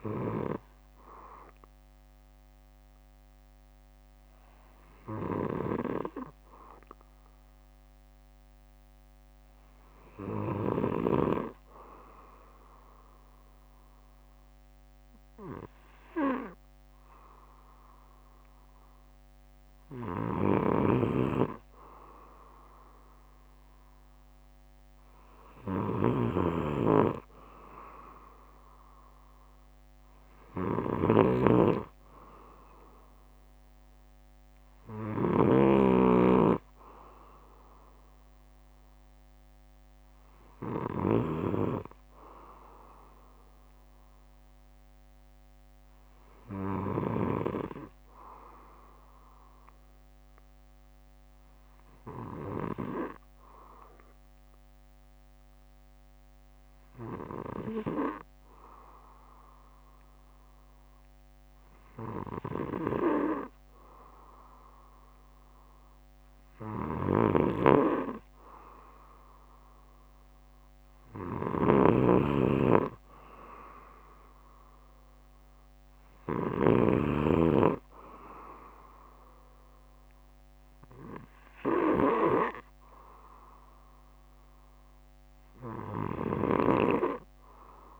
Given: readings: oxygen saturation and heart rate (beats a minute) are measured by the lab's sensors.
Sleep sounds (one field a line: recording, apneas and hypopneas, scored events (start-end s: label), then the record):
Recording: breathing in sleep by a microphone on the trachea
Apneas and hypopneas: 1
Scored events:
0.00-3.50 s: bradycardia (device-marked, heart rate 55 extreme)
9.50-11.50 s: bradycardia (device-marked, heart rate 60 before, 60 extreme)
20.50-41.50 s: snoring (device-marked)
21.50-25.50 s: bradycardia (device-marked, heart rate 60 before, 59 extreme)
26.50-29.50 s: bradycardia (device-marked, heart rate 60 before, 58 extreme)
31.50-33.50 s: bradycardia (device-marked, heart rate 60 before, 59 extreme)
37.50-46.50 s: bradycardia (device-marked, heart rate 60 before, 57 extreme)
40.50-44.00 s: arousal
48.00-61.50 s: hypopnea (oxygen 96% before, 94% lowest, heart rate 59 before, 55 extreme, up 5 after)
48.50-52.50 s: bradycardia (device-marked, heart rate 60 before, 57 extreme)
53.50-55.50 s: bradycardia (device-marked, heart rate 60 before, 59 extreme)
60.50-68.50 s: bradycardia (device-marked, heart rate 60 before, 58 extreme)
64.50-68.00 s: arousal
67.00-77.00 s: snoring (device-marked)
69.50-72.50 s: bradycardia (device-marked, heart rate 60 before, 58 extreme)
81.50-83.50 s: bradycardia (device-marked, heart rate 60 before, 62 extreme)
86.50-88.00 s: bradycardia (device-marked, heart rate 60 before, 57 extreme)
From the record:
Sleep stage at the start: N2 (light sleep)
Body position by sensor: on the back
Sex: male